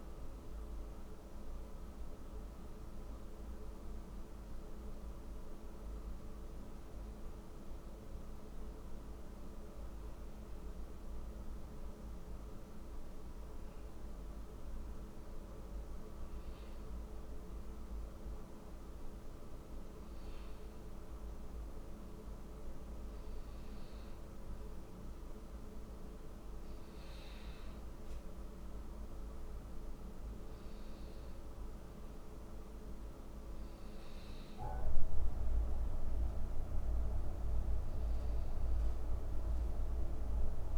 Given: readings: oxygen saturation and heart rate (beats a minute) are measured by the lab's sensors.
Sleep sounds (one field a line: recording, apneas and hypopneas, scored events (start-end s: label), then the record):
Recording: breathing in sleep, hard to hear, by a room microphone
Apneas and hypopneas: none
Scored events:
21.50-39.50 s: oxygen desaturation (device-marked, oxygen 96% before, 93% lowest, heart rate 56 before, 53 extreme)
From the record:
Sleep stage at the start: N1 (lightest sleep)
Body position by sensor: on the right side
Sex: male